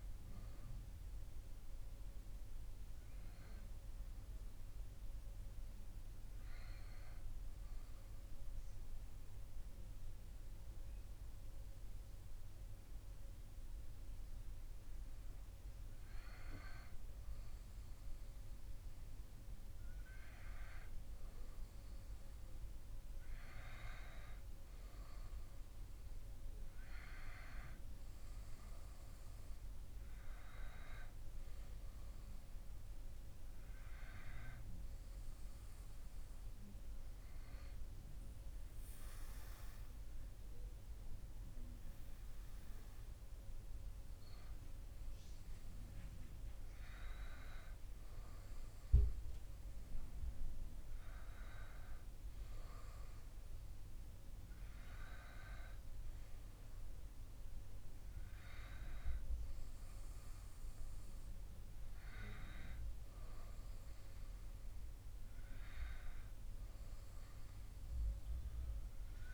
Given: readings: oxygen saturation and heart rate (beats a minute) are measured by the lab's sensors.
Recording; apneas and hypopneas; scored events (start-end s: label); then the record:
breathing in sleep by a room microphone; 1
35.00-45.50 s: obstructive apnea (oxygen 97% before, 94% lowest)
48.00-52.50 s: arousal
From the record:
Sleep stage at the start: REM sleep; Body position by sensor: on the back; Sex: male